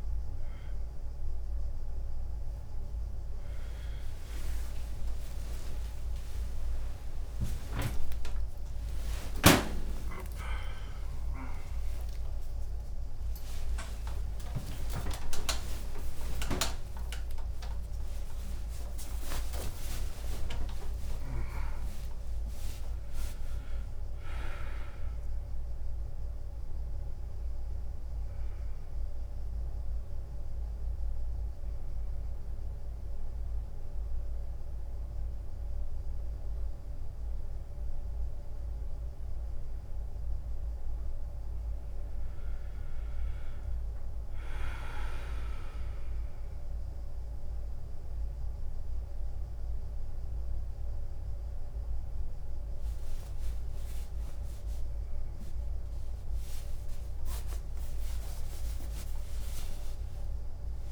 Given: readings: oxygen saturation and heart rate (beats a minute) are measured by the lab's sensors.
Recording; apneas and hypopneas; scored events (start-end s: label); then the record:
a person partly awake in a sleep study, by a room microphone; 1
0.00-8.00 s: drop in pulse transit time (device-marked, heart rate 85 extreme)
4.00-18.00 s: tachycardia (device-marked, heart rate 88 before, 203 extreme)
7.50-9.50 s: long interval between heartbeats (device-marked, heart rate 86 before, 113 extreme)
12.00-14.00 s: long interval between heartbeats (device-marked, heart rate 101 before, 190 extreme)
14.50-16.50 s: long interval between heartbeats (device-marked, heart rate 112 before, 188 extreme)
27.00-39.00 s: oxygen desaturation (device-marked, oxygen 95% before, 89% lowest, heart rate 138 before, 78 extreme)
29.00-60.92 s: new sleep stage, N1 (lightest sleep)
29.50-40.00 s: obstructive apnea (oxygen 95% before, 89% lowest, heart rate 135 before, 78 extreme, up 0 after)
43.00-48.50 s: arousal
49.00-60.92 s: drop in pulse transit time (device-marked, heart rate 85 before, 78 extreme)
51.00-59.00 s: oxygen desaturation (device-marked, oxygen 99% before, 94% lowest, heart rate 83 before, 85 extreme)
From the record:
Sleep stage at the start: awake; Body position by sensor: on the left side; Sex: male